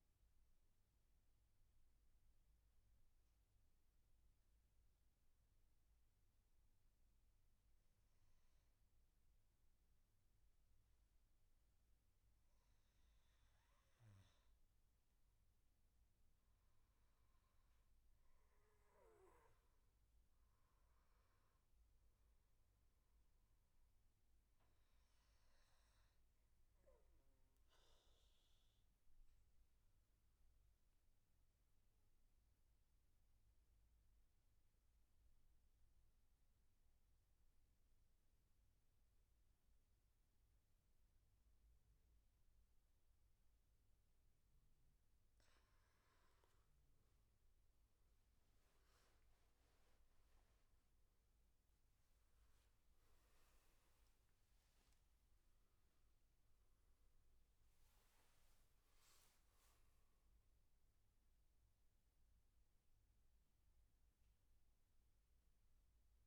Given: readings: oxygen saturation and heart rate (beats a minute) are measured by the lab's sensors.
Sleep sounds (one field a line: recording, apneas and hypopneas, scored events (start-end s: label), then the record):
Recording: breathing in sleep, hard to hear, by a room microphone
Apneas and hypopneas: 2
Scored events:
1.50-15.00 s: obstructive apnea (oxygen 95% before, 92% lowest, heart rate 80 before, 73 extreme, up 6 after)
17.00-21.00 s: arousal
26.00-45.50 s: mixed apnea (oxygen 97% before, 92% lowest, heart rate 76 before, 73 extreme, up 11 after)
47.50-64.50 s: oxygen desaturation (device-marked, oxygen 97% before, 92% lowest, heart rate 75 before, 73 extreme)
48.50-53.50 s: arousal
From the record:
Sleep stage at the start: N1 (lightest sleep)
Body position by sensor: on the back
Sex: male